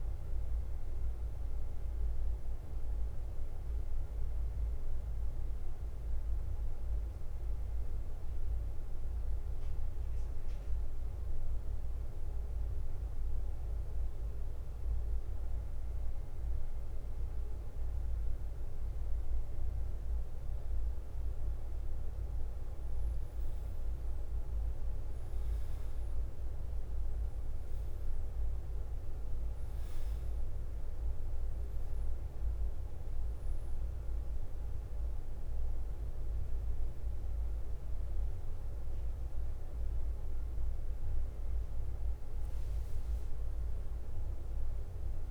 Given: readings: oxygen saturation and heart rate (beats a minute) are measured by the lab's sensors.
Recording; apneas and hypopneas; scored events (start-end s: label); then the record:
breathing in sleep, hard to hear, by a room microphone; 1
0.00-2.50 s: arousal
0.00-45.31 s: bradycardia (device-marked, heart rate 45 extreme)
8.00-20.50 s: hypopnea (oxygen 98% before, 93% lowest, heart rate 51 before, 50 extreme, up 1 after)
23.00-27.50 s: arousal
From the record:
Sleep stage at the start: N2 (light sleep); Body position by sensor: on the back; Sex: male